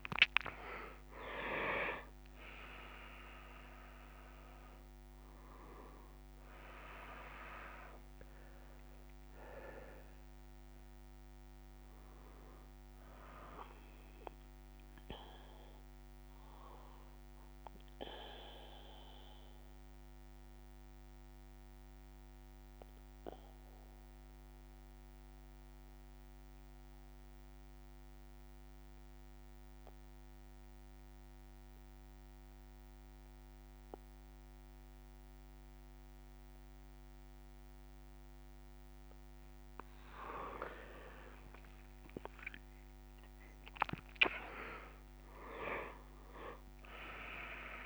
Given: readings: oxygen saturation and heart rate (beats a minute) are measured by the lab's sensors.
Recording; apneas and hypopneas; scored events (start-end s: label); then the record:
breathing in sleep by a microphone on the trachea; 1
1.00-31.00 s: oxygen desaturation (device-marked, oxygen 98% before, 92% lowest)
15.50-40.00 s: mixed apnea (oxygen 99% before, 92% lowest)
From the record:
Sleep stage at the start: N3 (deep sleep); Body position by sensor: on the back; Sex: male